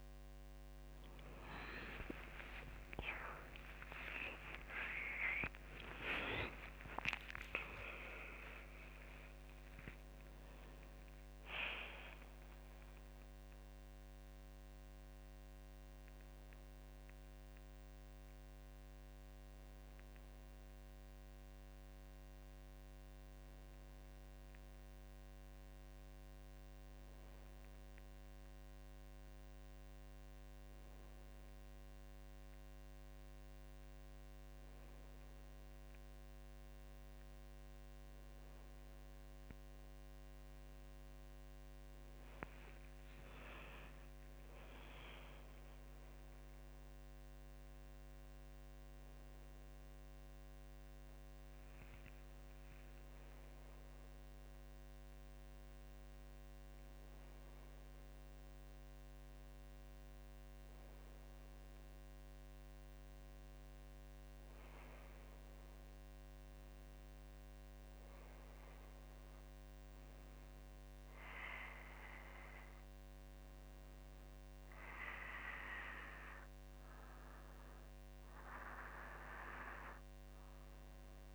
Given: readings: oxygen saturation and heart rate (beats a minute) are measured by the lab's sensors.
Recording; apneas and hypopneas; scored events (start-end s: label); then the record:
breathing in sleep by a microphone on the trachea; none
1.00-6.00 s: arousal
1.00-8.00 s: tachycardia (device-marked, heart rate 51 before, 174 extreme)
3.50-5.50 s: long interval between heartbeats (device-marked, heart rate 52 before, 93 extreme)
6.50-8.50 s: long interval between heartbeats (device-marked, heart rate 62 before, 155 extreme)
45.50-50.50 s: arousal
From the record:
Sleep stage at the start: N1 (lightest sleep); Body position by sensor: on the back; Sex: female